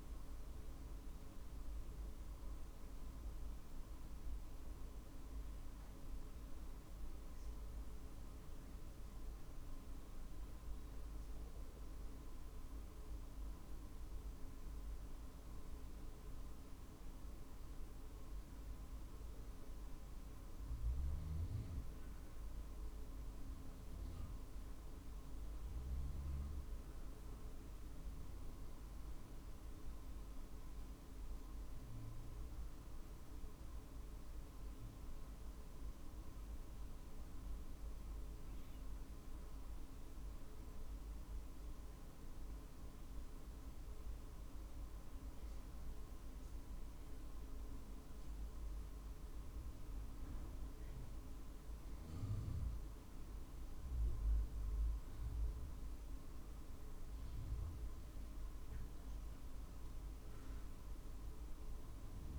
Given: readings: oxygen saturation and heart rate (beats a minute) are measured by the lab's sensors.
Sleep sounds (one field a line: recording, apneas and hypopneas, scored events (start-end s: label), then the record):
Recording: breathing in sleep, hard to hear, by a room microphone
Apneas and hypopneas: none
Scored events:
none scored
From the record:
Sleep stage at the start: N1 (lightest sleep)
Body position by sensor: on the right side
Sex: male